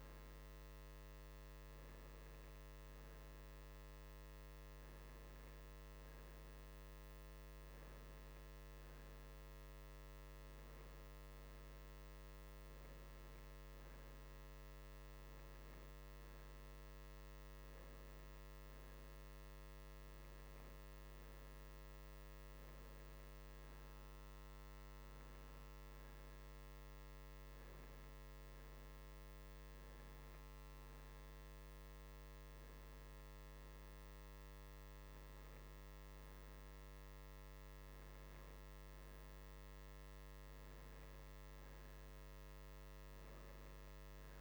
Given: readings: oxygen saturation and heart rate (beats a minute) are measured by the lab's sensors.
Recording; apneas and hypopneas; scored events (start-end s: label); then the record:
breathing in sleep, hard to hear, by a microphone on the trachea; none
none scored
From the record:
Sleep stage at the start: N2 (light sleep); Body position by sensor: on the right side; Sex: male